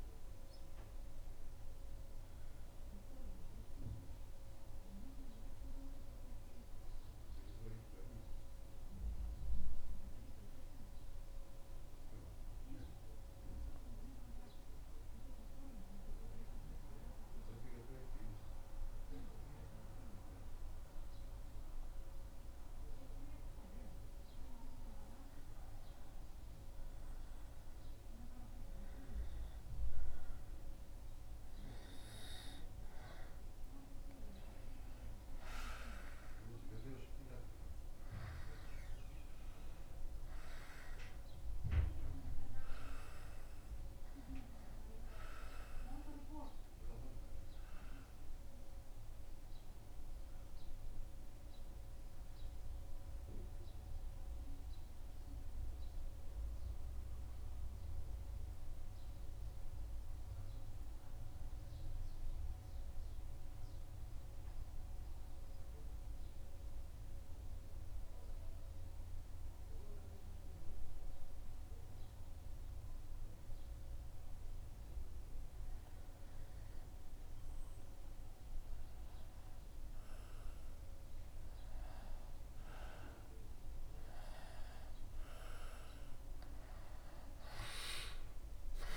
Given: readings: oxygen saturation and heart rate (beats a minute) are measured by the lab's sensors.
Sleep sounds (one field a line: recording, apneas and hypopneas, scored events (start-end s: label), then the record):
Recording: breathing in sleep by a room microphone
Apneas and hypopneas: 2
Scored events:
6.00-24.50 s: central apnea (oxygen 93% before, 91% lowest, heart rate 76 before, 73 extreme, up 2 after)
26.00-30.00 s: arousal
29.00-88.97 s: new sleep stage, N2 (light sleep)
32.00-45.00 s: oxygen desaturation (device-marked, oxygen 94% before, 91% lowest, heart rate 74 before, 74 extreme)
49.50-76.00 s: central apnea (oxygen 96% before, 96% lowest, heart rate 75 before, 74 extreme, up 1 after)
From the record:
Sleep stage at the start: N1 (lightest sleep)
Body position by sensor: on the back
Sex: male